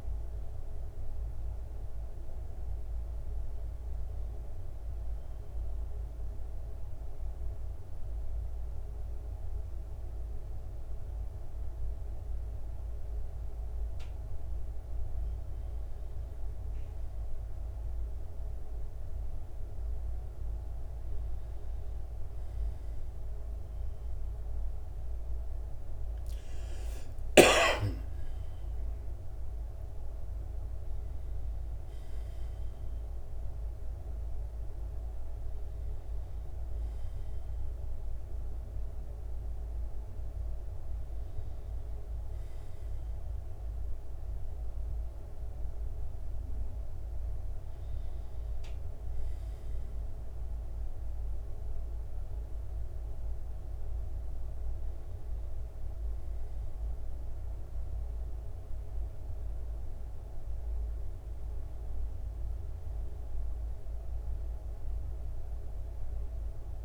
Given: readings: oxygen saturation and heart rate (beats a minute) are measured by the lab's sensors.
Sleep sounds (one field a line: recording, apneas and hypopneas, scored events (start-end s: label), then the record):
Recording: breathing in sleep, hard to hear, by a room microphone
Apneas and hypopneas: none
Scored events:
27.50-31.50 s: arousal
28.50-30.50 s: long interval between heartbeats (device-marked, heart rate 67 before, 77 extreme)
From the record:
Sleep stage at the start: N1 (lightest sleep)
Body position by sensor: on the right side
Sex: male